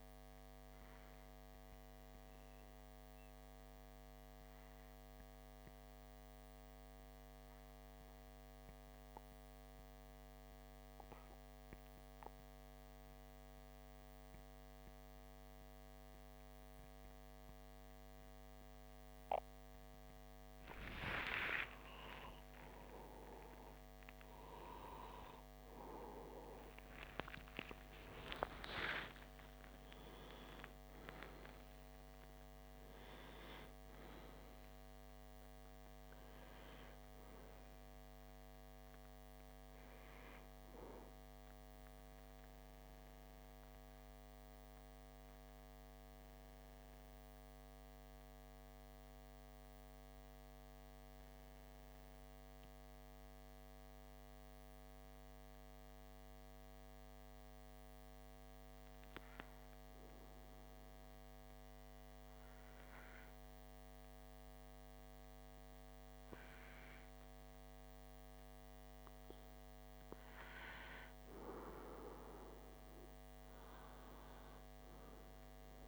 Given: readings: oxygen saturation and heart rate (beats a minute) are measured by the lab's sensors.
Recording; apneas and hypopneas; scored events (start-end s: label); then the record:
breathing in sleep by a microphone on the trachea; 2
2.00-20.00 s: mixed apnea (oxygen 96% before, 92% lowest)
21.50-28.00 s: arousal
23.50-51.50 s: oxygen desaturation (device-marked, oxygen 97% before, 92% lowest)
44.00-69.00 s: mixed apnea (oxygen 97% before, 92% lowest)
72.00-75.88 s: arousal
From the record:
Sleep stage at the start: REM sleep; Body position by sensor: on the back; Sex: male